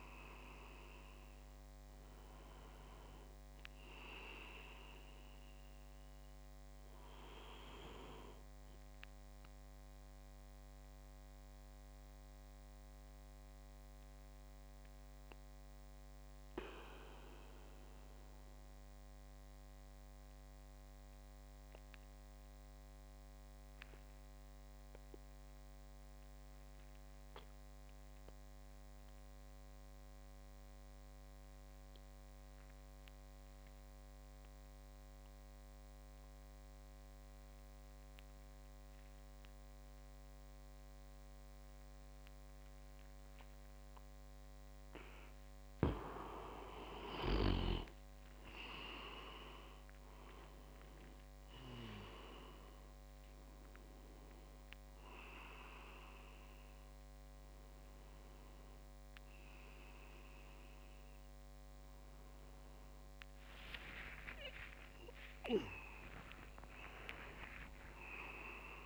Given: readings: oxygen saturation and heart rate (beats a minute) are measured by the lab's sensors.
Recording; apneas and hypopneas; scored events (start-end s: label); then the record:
breathing in sleep by a microphone on the trachea; 1
0.00-20.00 s: oxygen desaturation (device-marked, oxygen 88% lowest)
10.00-48.00 s: obstructive apnea (oxygen 97% before, 85% lowest)
41.00-64.00 s: oxygen desaturation (device-marked, oxygen 97% before, 89% lowest)
48.50-54.00 s: leg movement (device-marked)
49.50-51.50 s: arousal
64.00-68.86 s: leg movement (device-marked)
65.00-68.86 s: arousal
From the record:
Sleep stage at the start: N2 (light sleep); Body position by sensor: on the back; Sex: male